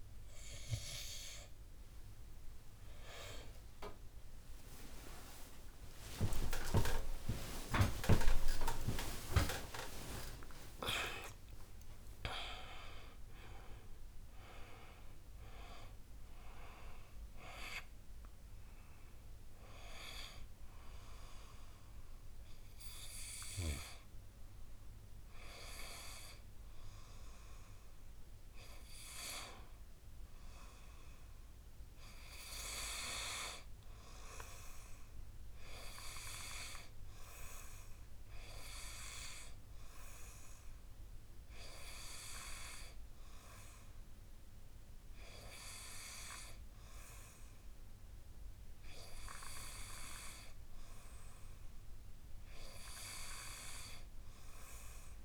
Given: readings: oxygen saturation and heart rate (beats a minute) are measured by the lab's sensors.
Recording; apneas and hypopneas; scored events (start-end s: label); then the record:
breathing in sleep by a room microphone; none
3.00-12.00 s: tachycardia (device-marked, heart rate 62 before, 167 extreme)
5.50-7.50 s: long interval between heartbeats (device-marked, heart rate 64 before, 85 extreme)
5.50-12.00 s: arousal
8.00-10.00 s: long interval between heartbeats (device-marked, heart rate 71 before, 135 extreme)
10.00-12.00 s: long interval between heartbeats (device-marked, heart rate 79 before, 163 extreme)
From the record:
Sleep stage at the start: N2 (light sleep); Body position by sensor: on the back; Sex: male